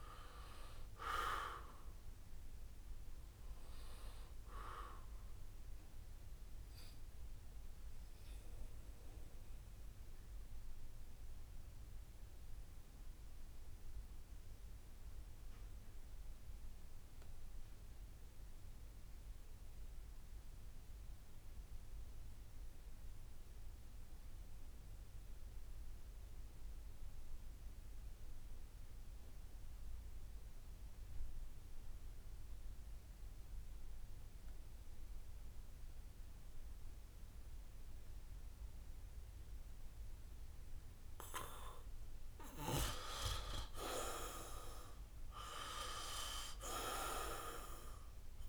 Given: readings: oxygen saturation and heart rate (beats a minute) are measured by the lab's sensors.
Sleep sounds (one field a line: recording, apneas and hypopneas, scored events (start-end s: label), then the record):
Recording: breathing in sleep by a room microphone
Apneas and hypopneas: 1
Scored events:
0.00-17.50 s: oxygen desaturation (device-marked, oxygen 78% lowest, heart rate 65 extreme)
8.50-41.00 s: obstructive apnea (oxygen 94% before, 77% lowest, heart rate 74 before, 66 extreme, up 4 after)
32.50-48.49 s: oxygen desaturation (device-marked, oxygen 96% before, 80% lowest, heart rate 70 before, 66 extreme)
44.00-47.00 s: arousal
From the record:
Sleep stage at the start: N2 (light sleep)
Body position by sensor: on the back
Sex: male